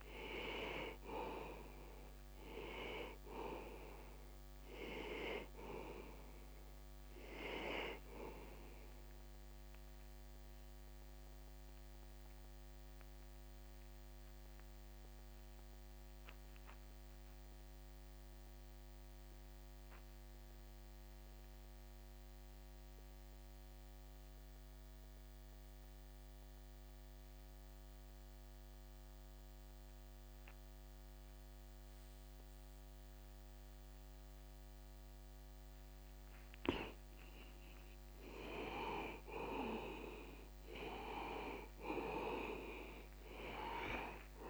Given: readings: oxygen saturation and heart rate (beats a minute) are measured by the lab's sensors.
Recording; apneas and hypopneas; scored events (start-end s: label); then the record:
breathing in sleep by a microphone on the trachea; 1
0.00-22.00 s: oxygen desaturation (device-marked, oxygen 85% lowest, heart rate 61 extreme)
11.00-36.00 s: mixed apnea (oxygen 97% before, 82% lowest, heart rate 70 before, 61 extreme, up 18 after)
38.00-44.50 s: oxygen desaturation (device-marked, oxygen 96% before, 82% lowest, heart rate 62 before, 61 extreme)
40.00-44.50 s: arousal
From the record:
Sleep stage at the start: N2 (light sleep); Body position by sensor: on the back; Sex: male